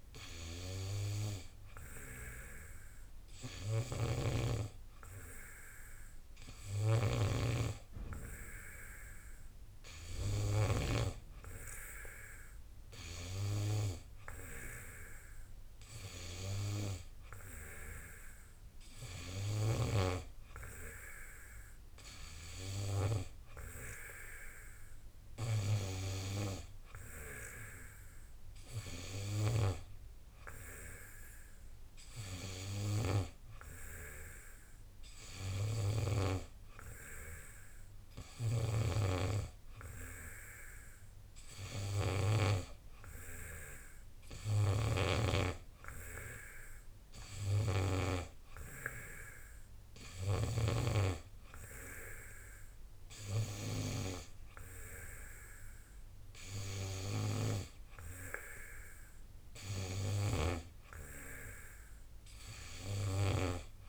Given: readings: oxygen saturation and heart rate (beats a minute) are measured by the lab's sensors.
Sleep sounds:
breathing in sleep by a room microphone; none
none scored
From the record:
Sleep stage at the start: N2 (light sleep); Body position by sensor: on the back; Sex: male

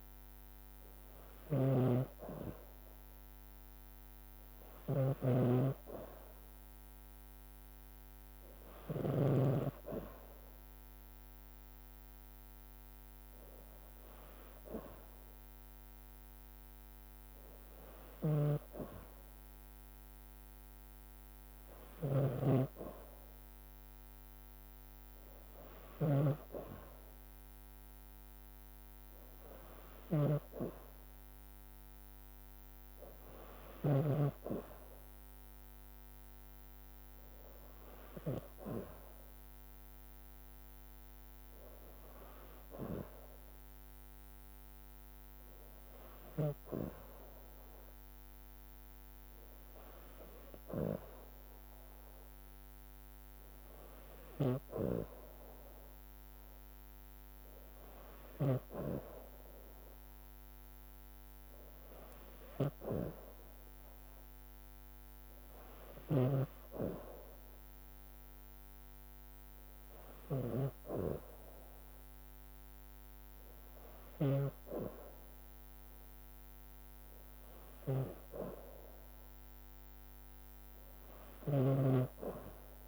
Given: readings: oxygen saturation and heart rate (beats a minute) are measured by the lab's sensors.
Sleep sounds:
breathing in sleep by a microphone on the trachea; none
0.00-9.50 s: snoring (device-marked)
18.00-34.00 s: snoring (device-marked)
54.50-66.50 s: snoring (device-marked)
81.50-82.88 s: snoring (device-marked)
From the record:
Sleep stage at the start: N2 (light sleep); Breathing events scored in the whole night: 102 in 6.1 hours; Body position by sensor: on the back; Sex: female

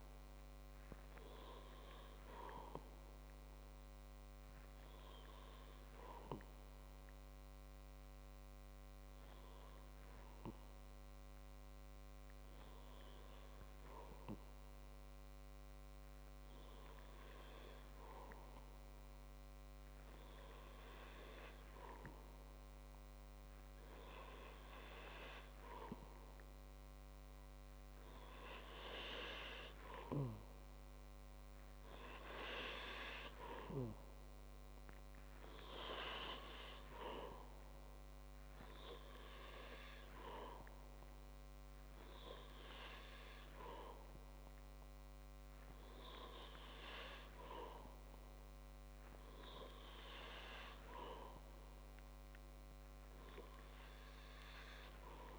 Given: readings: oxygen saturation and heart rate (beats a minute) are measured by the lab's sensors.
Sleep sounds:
breathing in sleep by a microphone on the trachea; 1
4.00-16.00 s: hypopnea (oxygen 97% before, 94% lowest, heart rate 64 before, 51 extreme, up 7 after)
20.50-23.50 s: arousal
From the record:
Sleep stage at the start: N2 (light sleep); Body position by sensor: on the back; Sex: male

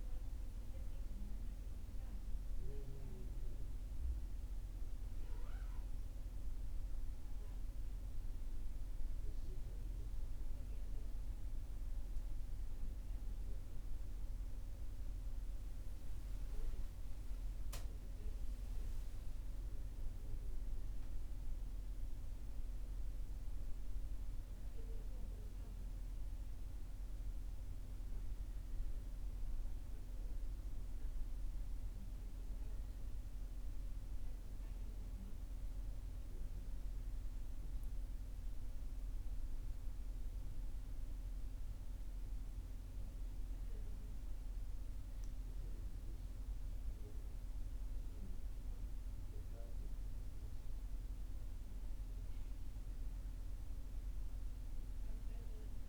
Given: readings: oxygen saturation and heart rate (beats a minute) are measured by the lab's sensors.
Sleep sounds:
a person partly awake in a sleep study, hard to hear, by a room microphone; none
9.00-55.89 s: new sleep stage, N1 (lightest sleep)
From the record:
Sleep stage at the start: awake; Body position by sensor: on the back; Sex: male

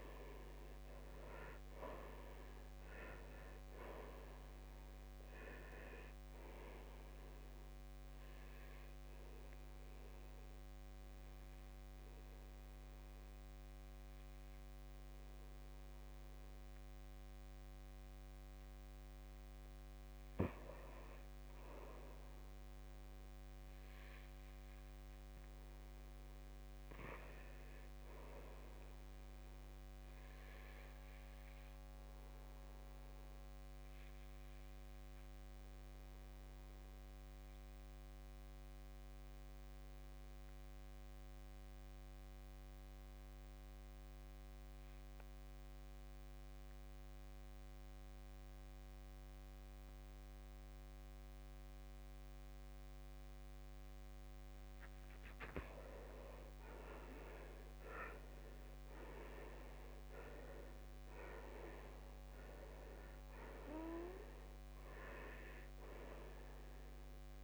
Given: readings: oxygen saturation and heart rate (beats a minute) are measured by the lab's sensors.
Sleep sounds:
breathing in sleep by a microphone on the trachea; 2
0.00-19.00 s: oxygen desaturation (device-marked, oxygen 73% lowest, heart rate 56 extreme)
8.50-19.50 s: obstructive apnea (oxygen 96% before, 73% lowest, heart rate 71 before, 56 extreme, up 7 after)
22.00-26.00 s: arousal
32.00-42.00 s: oxygen desaturation (device-marked, oxygen 100% before, 93% lowest, heart rate 62 before, 56 extreme)
32.00-53.00 s: obstructive apnea (oxygen 100% before, 79% lowest, heart rate 62 before, 56 extreme, up 13 after)
49.00-67.44 s: oxygen desaturation (device-marked, oxygen 95% before, 79% lowest, heart rate 58 before, 54 extreme)
55.50-59.00 s: arousal
From the record:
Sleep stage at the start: N2 (light sleep); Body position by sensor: on the back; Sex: male

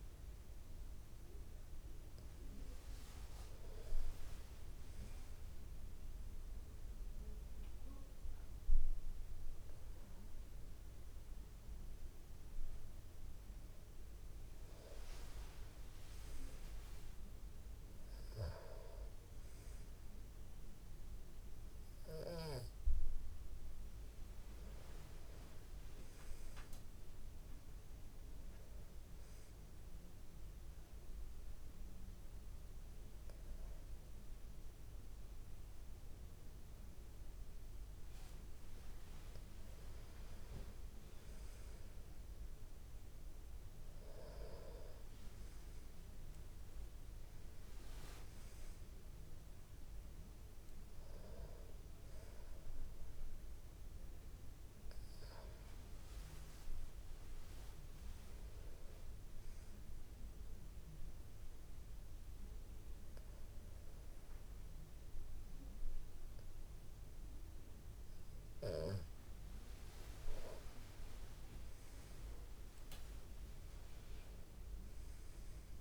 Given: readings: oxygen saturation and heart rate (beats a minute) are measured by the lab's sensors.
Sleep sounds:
breathing in sleep by a room microphone; 3
5.00-15.00 s: obstructive apnea (oxygen 96% before, 93% lowest)
17.50-20.50 s: arousal
30.00-40.00 s: obstructive apnea (oxygen 96% before, 93% lowest, heart rate 38 before, 27 extreme, up 33 after)
42.50-46.00 s: arousal
59.50-70.50 s: obstructive apnea (oxygen 96% before, 93% lowest, heart rate 63 before, 34 extreme)
72.50-75.50 s: arousal
From the record:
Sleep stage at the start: N2 (light sleep); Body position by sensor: on the back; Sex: male

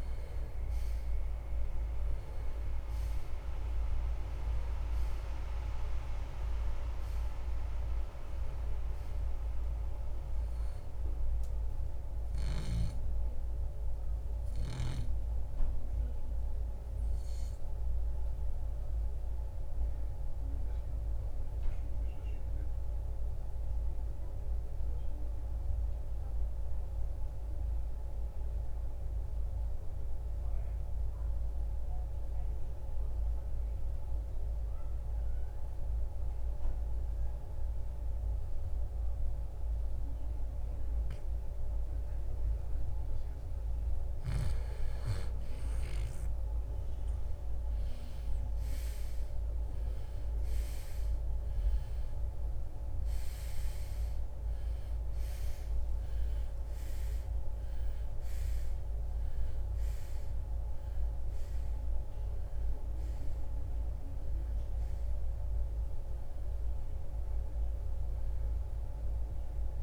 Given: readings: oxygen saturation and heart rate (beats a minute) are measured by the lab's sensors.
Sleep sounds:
breathing in sleep, hard to hear, by a room microphone; 1
5.50-44.50 s: oxygen desaturation (device-marked, oxygen 96% before, 87% lowest, heart rate 57 before, 46 extreme)
15.00-42.50 s: obstructive apnea (oxygen 97% before, 82% lowest, heart rate 61 before, 46 extreme, up 14 after)
21.50-69.83 s: new sleep stage, N2 (light sleep)
44.00-49.00 s: arousal
From the record:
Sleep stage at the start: REM sleep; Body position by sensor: on the right side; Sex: male

